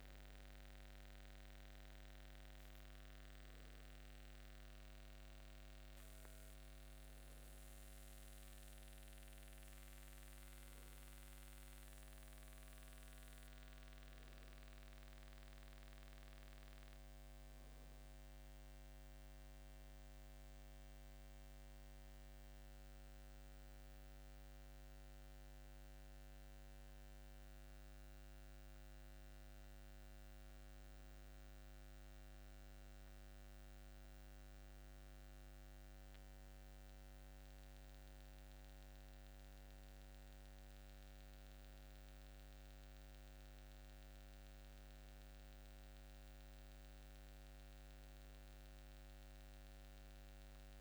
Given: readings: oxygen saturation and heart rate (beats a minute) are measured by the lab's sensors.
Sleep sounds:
breathing in sleep, hard to hear, by a microphone on the trachea; none
none scored
From the record:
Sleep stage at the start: N2 (light sleep); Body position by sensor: upright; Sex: male

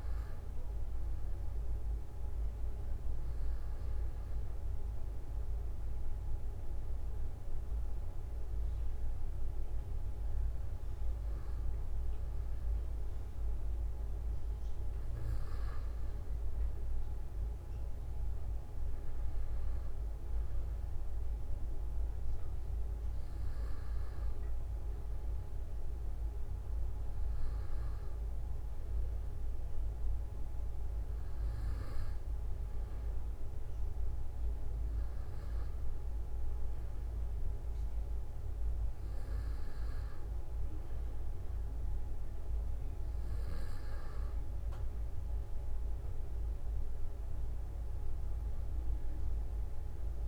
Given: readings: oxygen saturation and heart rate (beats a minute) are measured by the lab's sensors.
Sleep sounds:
breathing in sleep, hard to hear, by a room microphone; none
36.00-38.00 s: long interval between heartbeats (device-marked, heart rate 48 before, 57 extreme)
From the record:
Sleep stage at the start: N2 (light sleep); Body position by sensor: on the back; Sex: male

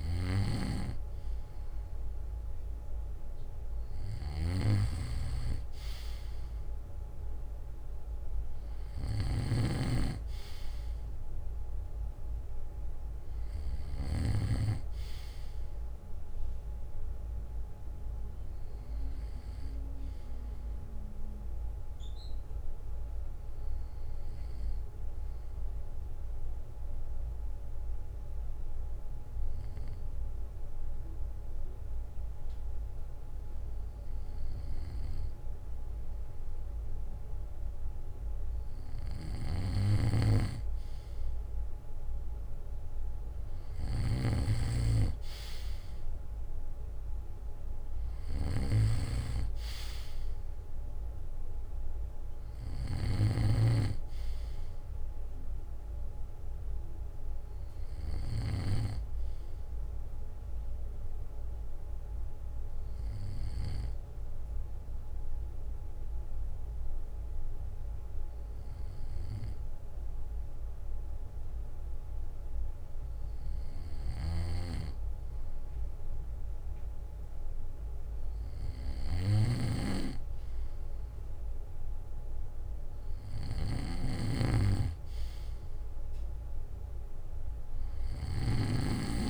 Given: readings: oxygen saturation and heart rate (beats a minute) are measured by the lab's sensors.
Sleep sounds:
breathing in sleep by a room microphone; 2
24.00-26.00 s: bradycardia (device-marked, heart rate 64 before, 59 extreme)
25.50-39.00 s: obstructive apnea (oxygen 96% before, 93% lowest, heart rate 64 before, 56 extreme, up 10 after)
39.50-53.50 s: snoring (device-marked)
42.50-46.00 s: arousal
62.50-75.00 s: obstructive apnea (oxygen 96% before, 93% lowest, heart rate 63 before, 58 extreme, up 9 after)
67.00-69.00 s: bradycardia (device-marked, heart rate 64 before, 62 extreme)
74.00-88.50 s: snoring (device-marked)
78.00-83.00 s: arousal
From the record:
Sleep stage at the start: N2 (light sleep); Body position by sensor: on the back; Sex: male

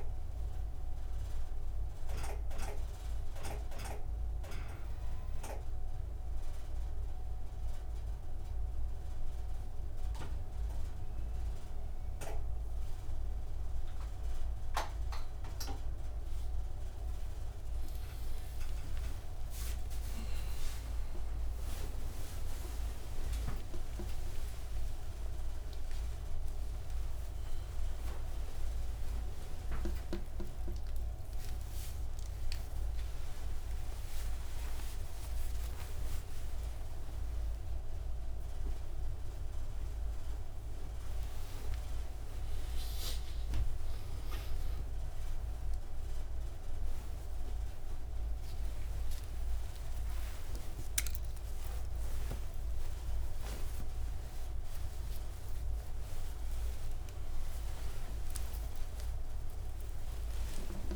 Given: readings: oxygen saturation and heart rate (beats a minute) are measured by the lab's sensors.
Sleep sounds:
a person awake in a sleep study, by a room microphone; none
none scored
From the record:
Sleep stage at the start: awake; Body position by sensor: on the right side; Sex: male

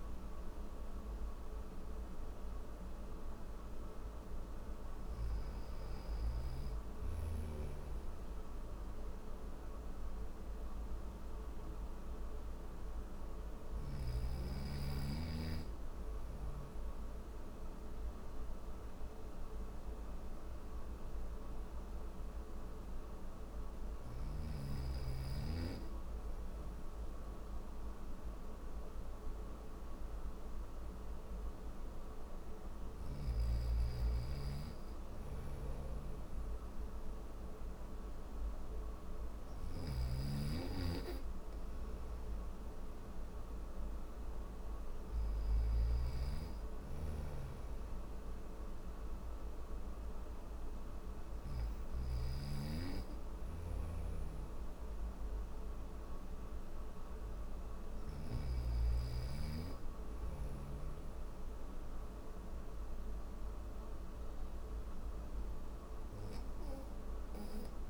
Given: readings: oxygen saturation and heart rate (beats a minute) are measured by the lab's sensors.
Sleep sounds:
breathing in sleep, hard to hear, by a room microphone; none
6.50-13.00 s: snoring (device-marked)
34.50-50.50 s: snoring (device-marked)
52.50-57.50 s: snoring (device-marked)
From the record:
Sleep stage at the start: N1 (lightest sleep); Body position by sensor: on the back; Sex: male

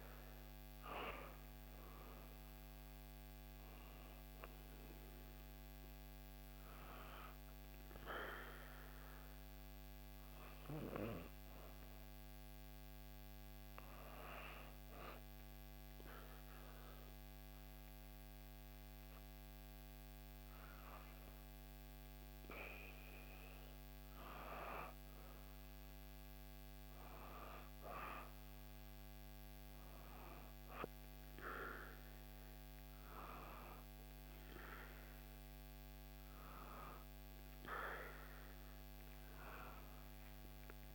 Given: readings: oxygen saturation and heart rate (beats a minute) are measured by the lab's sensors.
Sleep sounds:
breathing in sleep by a microphone on the trachea; 1
0.00-16.50 s: oxygen desaturation (device-marked, oxygen 89% lowest, heart rate 62 extreme)
8.50-23.50 s: hypopnea (oxygen 95% before, 92% lowest, heart rate 66 before, 62 extreme, up 5 after)
25.50-29.00 s: arousal
From the record:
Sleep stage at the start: N2 (light sleep); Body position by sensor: on the back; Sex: female

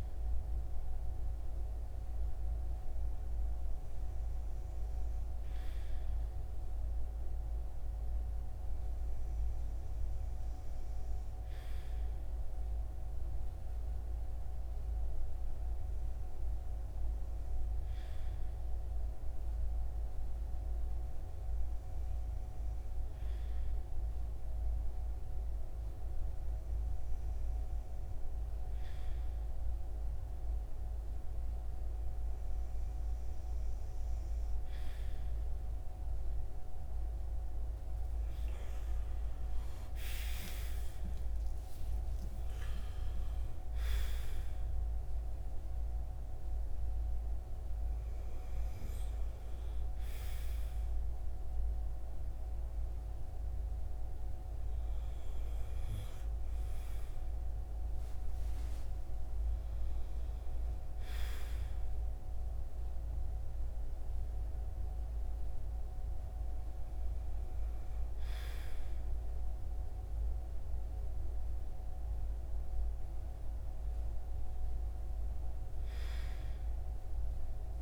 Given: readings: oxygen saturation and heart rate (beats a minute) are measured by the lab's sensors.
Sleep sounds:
breathing in sleep, hard to hear, by a room microphone; none
38.50-42.50 s: arousal
From the record:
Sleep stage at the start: REM sleep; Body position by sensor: on the right side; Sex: male

